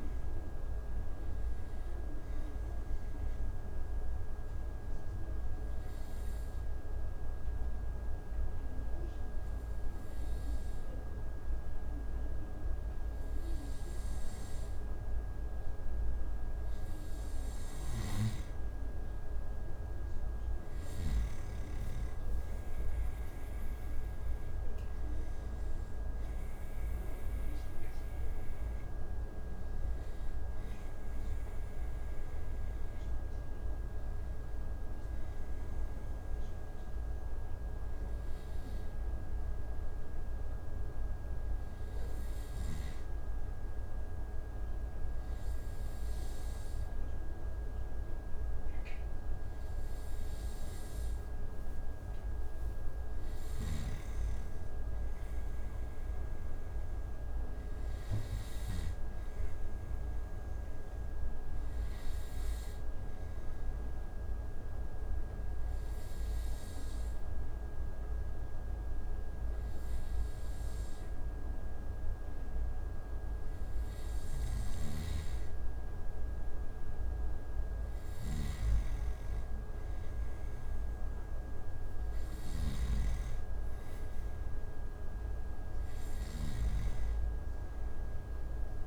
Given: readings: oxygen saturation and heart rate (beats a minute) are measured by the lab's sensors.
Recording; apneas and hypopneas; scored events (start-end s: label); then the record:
breathing in sleep, hard to hear, by a room microphone; 3
0.00-17.00 s: oxygen desaturation (device-marked, oxygen 91% lowest)
3.00-16.50 s: obstructive apnea (oxygen 96% before, 90% lowest)
18.00-21.50 s: arousal
28.00-47.00 s: oxygen desaturation (device-marked, oxygen 96% before, 90% lowest)
34.50-51.50 s: hypopnea (oxygen 96% before, 90% lowest)
53.50-59.00 s: snoring (device-marked)
54.00-57.50 s: arousal
64.00-75.50 s: obstructive apnea (oxygen 96% before, 91% lowest)
67.00-74.00 s: oxygen desaturation (device-marked, oxygen 94% before, 91% lowest)
74.50-86.50 s: snoring (device-marked)
78.00-81.50 s: arousal
87.00-88.87 s: oxygen desaturation (device-marked, oxygen 95% before, 91% lowest)
From the record:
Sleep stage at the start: N2 (light sleep); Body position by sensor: on the right side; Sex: male